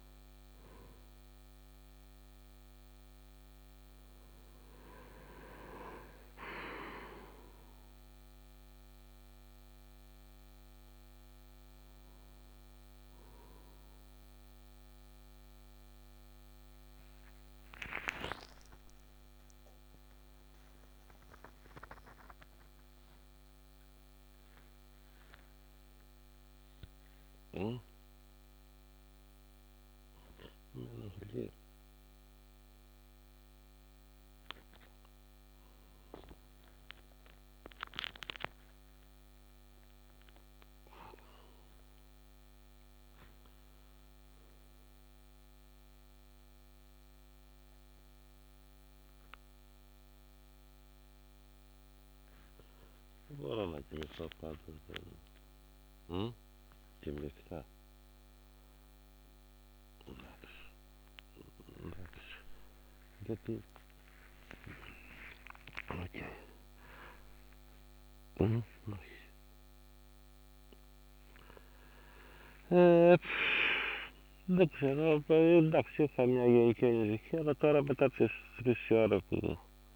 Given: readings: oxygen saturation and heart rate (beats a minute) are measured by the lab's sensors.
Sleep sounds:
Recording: a person awake in a sleep study, by a microphone on the trachea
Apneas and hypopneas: none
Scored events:
3.50-79.96 s: new sleep stage, awake
53.50-57.00 s: snoring (device-marked)
68.00-72.50 s: snoring (device-marked)
From the record:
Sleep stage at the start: N1 (lightest sleep)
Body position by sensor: on the right side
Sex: male

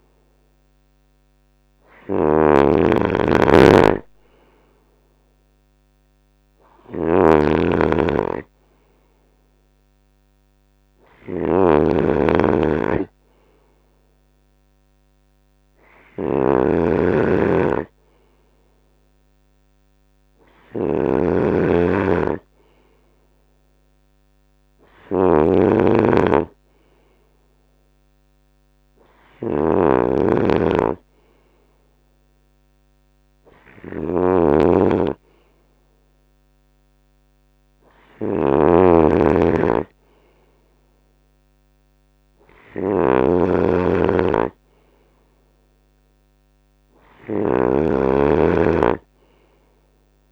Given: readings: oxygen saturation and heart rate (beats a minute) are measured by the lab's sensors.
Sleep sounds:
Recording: breathing in sleep by a microphone on the trachea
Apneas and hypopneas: none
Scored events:
0.00-50.32 s: snoring (device-marked)
3.50-15.50 s: drop in pulse transit time (device-marked, heart rate 72 before, 69 extreme)
From the record:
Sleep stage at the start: N3 (deep sleep)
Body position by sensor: on the right side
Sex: male

